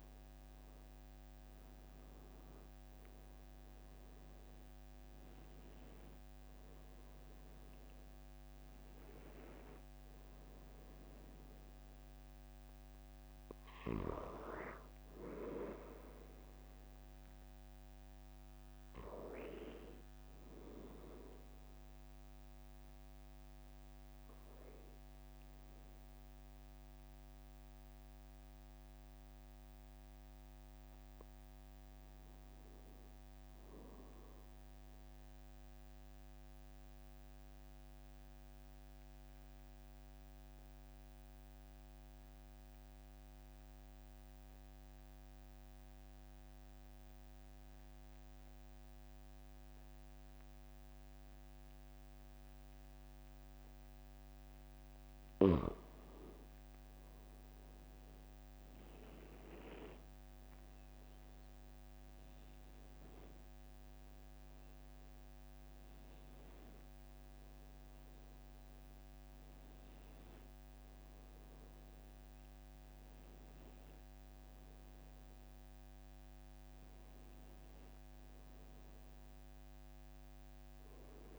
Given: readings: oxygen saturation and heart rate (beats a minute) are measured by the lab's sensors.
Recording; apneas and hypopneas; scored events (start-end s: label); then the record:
breathing in sleep by a microphone on the trachea; 1
35.50-55.00 s: obstructive apnea (oxygen 97% before, 91% lowest, heart rate 43 before, 44 extreme, up 4 after)
48.50-50.50 s: oxygen desaturation (device-marked, oxygen 97% before, 96% lowest, heart rate 44 before, 45 extreme)
56.50-61.50 s: arousal
From the record:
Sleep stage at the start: N2 (light sleep); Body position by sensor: on the back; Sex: male